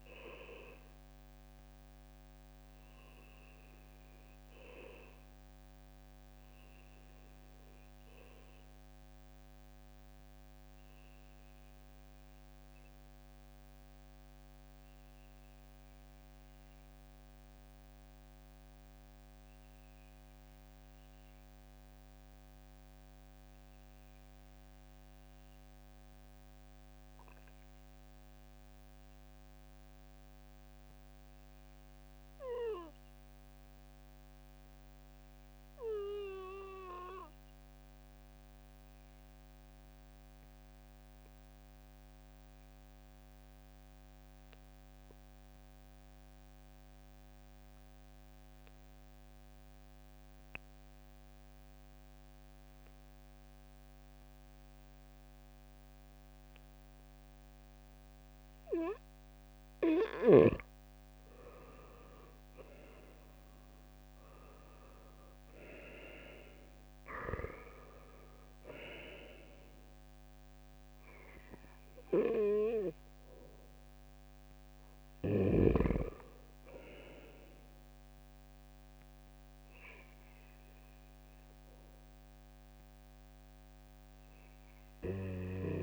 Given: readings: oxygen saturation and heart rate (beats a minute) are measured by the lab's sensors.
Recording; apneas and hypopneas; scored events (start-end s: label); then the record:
breathing in sleep by a microphone on the trachea; 1
0.00-7.00 s: oxygen desaturation (device-marked, oxygen 91% lowest, heart rate 63 extreme)
7.50-60.50 s: obstructive apnea (oxygen 97% before, 91% lowest, heart rate 62 before, 61 extreme, up 11 after)
62.50-65.50 s: arousal
82.00-85.83 s: oxygen desaturation (device-marked, oxygen 95% before, 91% lowest, heart rate 68 before, 64 extreme)
From the record:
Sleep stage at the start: N2 (light sleep); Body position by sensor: on the right side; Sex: male